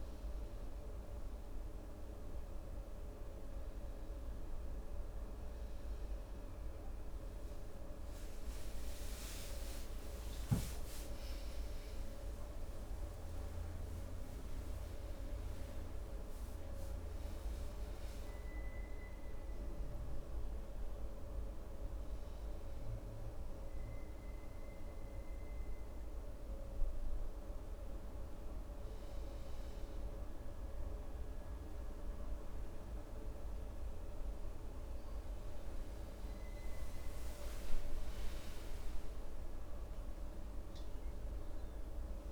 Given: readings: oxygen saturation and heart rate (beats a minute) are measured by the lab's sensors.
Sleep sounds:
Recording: a person awake in a sleep study, hard to hear, by a room microphone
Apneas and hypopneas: none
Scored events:
none scored
From the record:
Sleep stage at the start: awake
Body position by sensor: on the right side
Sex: male

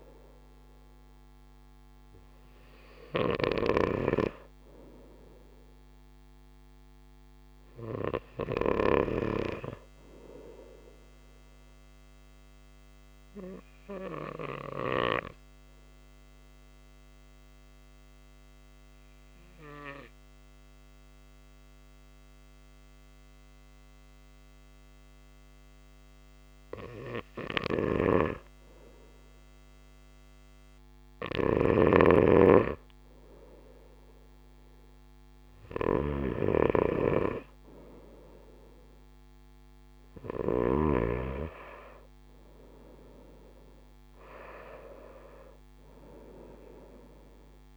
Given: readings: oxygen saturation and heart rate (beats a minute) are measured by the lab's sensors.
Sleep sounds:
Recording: breathing in sleep by a microphone on the trachea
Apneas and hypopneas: 1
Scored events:
0.00-9.00 s: snoring (device-marked)
12.50-27.50 s: obstructive apnea (oxygen 97% before, 94% lowest)
29.50-33.50 s: arousal
31.50-41.00 s: snoring (device-marked)
From the record:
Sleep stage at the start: N1 (lightest sleep)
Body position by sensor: on the right side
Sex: male

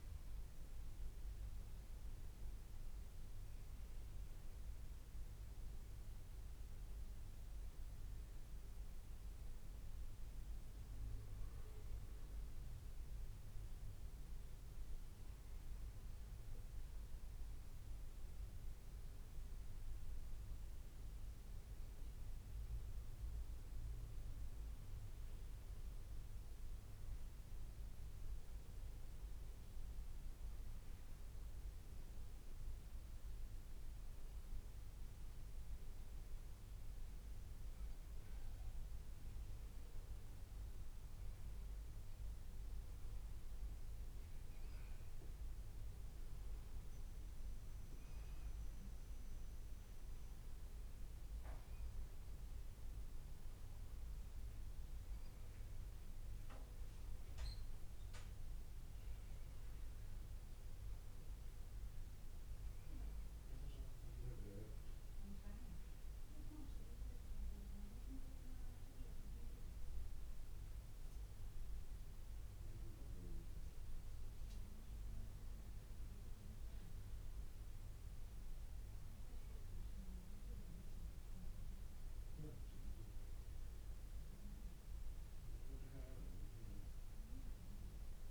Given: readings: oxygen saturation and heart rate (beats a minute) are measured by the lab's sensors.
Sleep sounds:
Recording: breathing in sleep, hard to hear, by a room microphone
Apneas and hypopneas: none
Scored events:
25.50-88.31 s: new sleep stage, N2 (light sleep)
From the record:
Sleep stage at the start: N1 (lightest sleep)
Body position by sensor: on the back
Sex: male

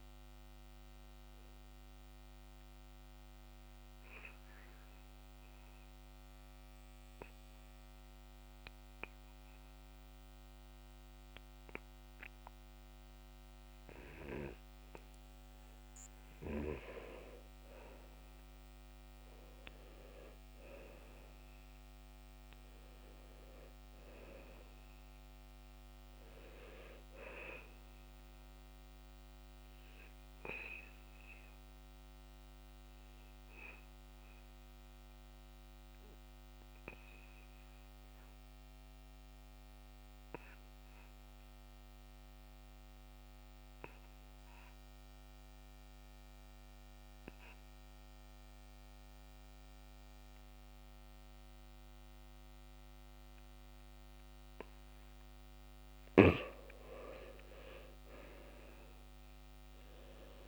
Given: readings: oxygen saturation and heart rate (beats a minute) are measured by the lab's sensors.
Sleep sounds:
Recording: breathing in sleep by a microphone on the trachea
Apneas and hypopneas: 2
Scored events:
1.00-16.00 s: obstructive apnea (oxygen 97% before, 91% lowest, heart rate 69 before, 61 extreme, up 8 after)
1.50-18.50 s: oxygen desaturation (device-marked, oxygen 96% before, 92% lowest, heart rate 69 before, 61 extreme)
19.00-23.00 s: arousal
31.50-54.50 s: obstructive apnea (oxygen 96% before, 86% lowest, heart rate 69 before, 61 extreme, up 8 after)
32.50-47.50 s: oxygen desaturation (device-marked, oxygen 96% before, 91% lowest, heart rate 69 before, 62 extreme)
56.50-60.47 s: arousal
From the record:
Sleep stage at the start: N2 (light sleep)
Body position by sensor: on the back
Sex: male

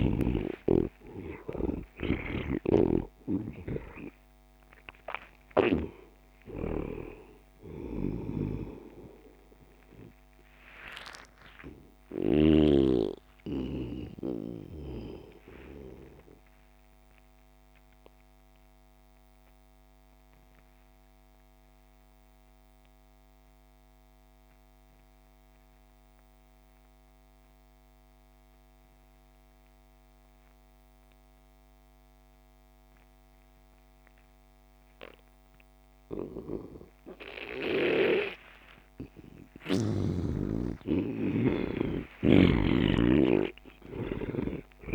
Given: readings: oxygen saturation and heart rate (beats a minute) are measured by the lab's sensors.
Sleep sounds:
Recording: breathing in sleep by a microphone on the trachea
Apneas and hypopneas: 1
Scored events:
0.00-1.00 s: arousal
0.00-18.50 s: oxygen desaturation (device-marked, oxygen 80% lowest)
2.50-13.00 s: snoring (device-marked)
16.00-38.50 s: obstructive apnea (oxygen 98% before, 84% lowest)
39.00-43.00 s: arousal
39.50-44.95 s: oxygen desaturation (device-marked, oxygen 99% before, 84% lowest)
From the record:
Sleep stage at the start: N2 (light sleep)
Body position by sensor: on the back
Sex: male

